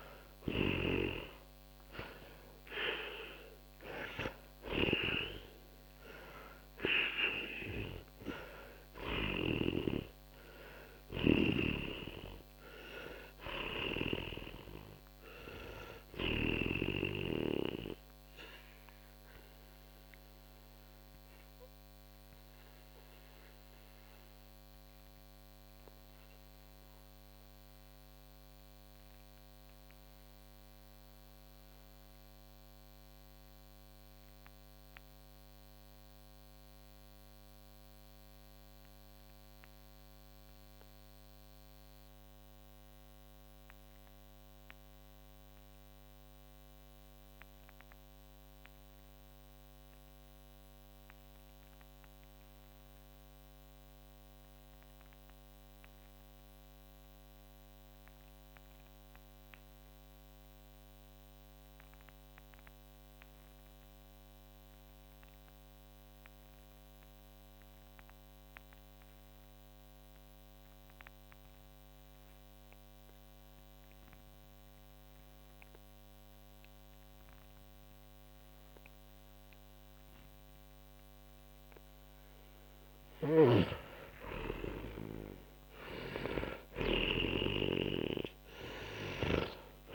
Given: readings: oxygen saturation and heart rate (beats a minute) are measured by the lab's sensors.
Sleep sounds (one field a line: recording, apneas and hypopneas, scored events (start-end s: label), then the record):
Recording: breathing in sleep by a microphone on the trachea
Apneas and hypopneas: 1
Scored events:
0.00-1.50 s: arousal
0.00-11.00 s: oxygen desaturation (device-marked, oxygen 92% lowest, heart rate 47 extreme)
18.50-85.50 s: mixed apnea (oxygen 96% before, 84% lowest, heart rate 68 before, 40 extreme, up 11 after)
19.00-45.00 s: oxygen desaturation (device-marked, oxygen 93% before, 84% lowest, heart rate 69 before, 40 extreme)
72.00-89.95 s: oxygen desaturation (device-marked, oxygen 99% before, 85% lowest, heart rate 50 before, 42 extreme)
83.00-87.00 s: snoring (device-marked)
86.50-89.95 s: arousal
From the record:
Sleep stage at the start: N2 (light sleep)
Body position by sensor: on the back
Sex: male